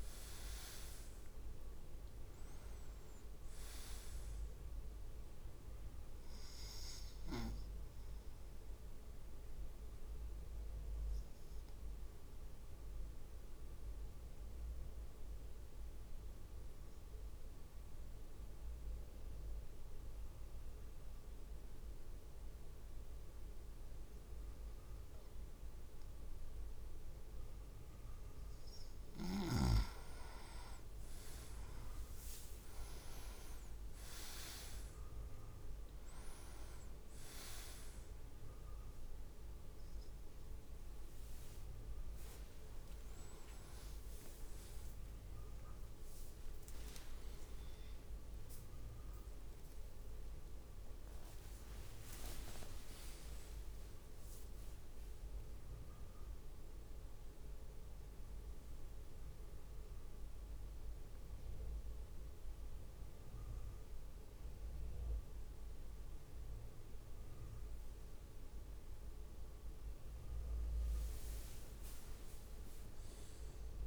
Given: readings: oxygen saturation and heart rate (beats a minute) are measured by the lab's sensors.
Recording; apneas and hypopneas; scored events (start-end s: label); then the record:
breathing in sleep by a room microphone; 1
0.00-1.00 s: leg movement (device-marked)
0.00-1.50 s: arousal
0.00-10.50 s: drop in pulse transit time (device-marked, heart rate 52 extreme)
8.50-28.00 s: obstructive apnea (oxygen 99% before, 96% lowest, heart rate 56 before, 51 extreme, up 7 after)
31.50-41.50 s: drop in pulse transit time (device-marked, heart rate 52 before, 52 extreme)
33.00-34.50 s: leg movement (device-marked)
45.50-49.00 s: leg movement (device-marked)
46.50-53.50 s: arousal
51.00-53.00 s: leg movement (device-marked)
53.50-55.00 s: leg movement (device-marked)
54.50-73.87 s: new sleep stage, N1 (lightest sleep)
59.50-62.50 s: drop in pulse transit time (device-marked, heart rate 59 before, 70 extreme)
67.00-68.50 s: leg movement (device-marked)
70.50-72.50 s: leg movement (device-marked)
From the record:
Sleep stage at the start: N2 (light sleep); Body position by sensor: on the right side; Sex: male